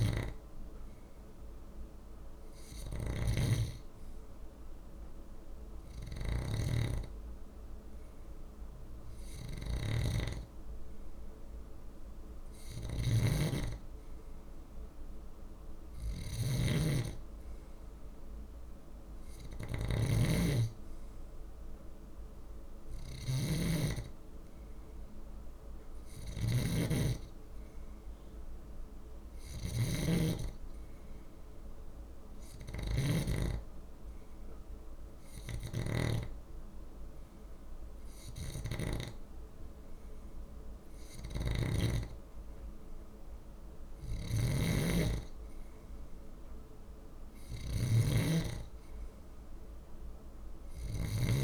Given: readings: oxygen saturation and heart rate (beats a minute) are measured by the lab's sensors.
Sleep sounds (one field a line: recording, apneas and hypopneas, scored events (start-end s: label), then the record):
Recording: breathing in sleep by a room microphone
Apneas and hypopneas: 1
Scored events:
0.00-33.00 s: snoring (device-marked)
32.00-43.00 s: hypopnea (oxygen 96% before, 93% lowest, heart rate 49 before, 49 extreme, up 1 after)
35.00-41.50 s: snoring (device-marked)
43.50-51.44 s: snoring (device-marked)
46.00-49.50 s: arousal
From the record:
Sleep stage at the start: N2 (light sleep)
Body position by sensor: on the left side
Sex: male